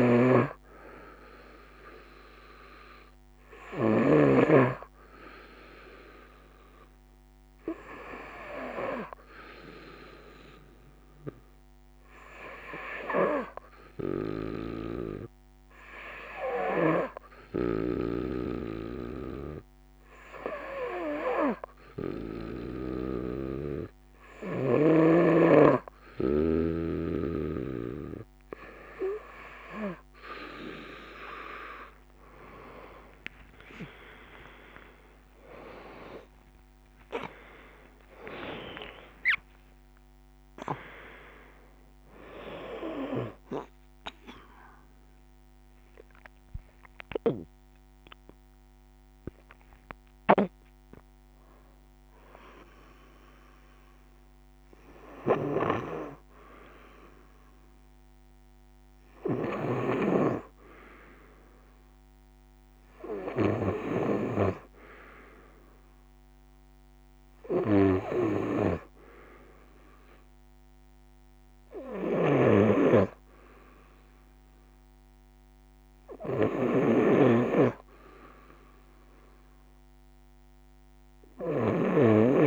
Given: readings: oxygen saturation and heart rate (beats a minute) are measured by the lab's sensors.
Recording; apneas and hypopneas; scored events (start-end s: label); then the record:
breathing in sleep by a microphone on the trachea; 1
0.00-3.00 s: snoring (device-marked)
9.50-24.50 s: hypopnea (oxygen 92% before, 90% lowest, heart rate 65 before, 66 extreme, up 3 after)
31.00-38.00 s: arousal
58.50-63.50 s: snoring (device-marked)
71.00-82.47 s: snoring (device-marked)
74.50-78.50 s: arousal
78.50-82.47 s: oxygen desaturation (device-marked, oxygen 96% before, 93% lowest, heart rate 64 before, 61 extreme)
From the record:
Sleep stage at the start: N2 (light sleep); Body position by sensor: on the right side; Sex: female